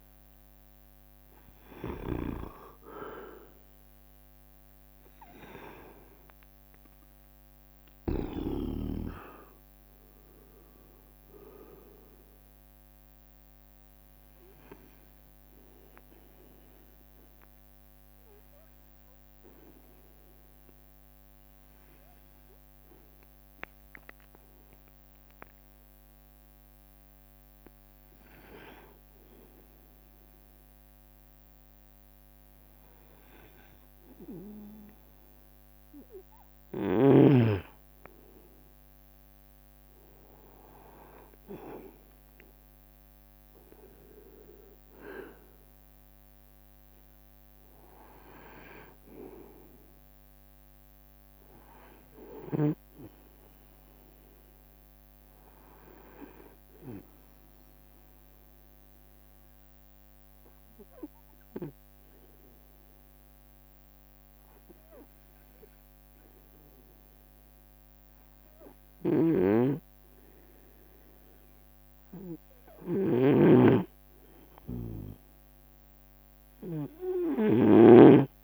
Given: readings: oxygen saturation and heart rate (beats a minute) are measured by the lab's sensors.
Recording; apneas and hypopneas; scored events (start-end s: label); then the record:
breathing in sleep by a microphone on the trachea; 2
0.00-1.50 s: long interval between heartbeats (device-marked)
0.00-24.50 s: oxygen desaturation (device-marked, oxygen 90% lowest)
0.00-78.44 s: bradycardia (device-marked)
2.50-4.50 s: leg movement (device-marked)
2.50-4.50 s: long interval between heartbeats (device-marked)
2.50-9.00 s: snoring (device-marked)
5.50-9.50 s: leg movement (device-marked)
6.00-8.00 s: long interval between heartbeats (device-marked)
9.00-11.00 s: long interval between heartbeats (device-marked)
12.50-14.50 s: long interval between heartbeats (device-marked, heart rate 36 before, 38 extreme)
17.50-29.50 s: obstructive apnea (oxygen 96% before, 92% lowest)
21.50-23.50 s: long interval between heartbeats (device-marked)
26.50-35.50 s: drop in pulse transit time (device-marked)
28.50-33.00 s: leg movement (device-marked)
30.50-32.50 s: long interval between heartbeats (device-marked)
33.00-38.00 s: arousal
37.50-39.50 s: long interval between heartbeats (device-marked)
41.00-45.50 s: leg movement (device-marked)
42.50-53.50 s: drop in pulse transit time (device-marked)
43.00-45.00 s: long interval between heartbeats (device-marked)
48.00-50.00 s: long interval between heartbeats (device-marked)
53.50-55.50 s: long interval between heartbeats (device-marked)
57.50-72.50 s: obstructive apnea (oxygen 98% before, 93% lowest)
59.00-61.00 s: long interval between heartbeats (device-marked)
64.50-66.50 s: long interval between heartbeats (device-marked)
65.50 s: drop in pulse transit time (device-marked)
69.50-77.50 s: snoring (device-marked)
70.50-71.50 s: drop in pulse transit time (device-marked)
70.50-72.50 s: long interval between heartbeats (device-marked)
74.50-78.00 s: arousal
76.00-78.00 s: long interval between heartbeats (device-marked)
From the record:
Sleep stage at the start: N2 (light sleep); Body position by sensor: on the right side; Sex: male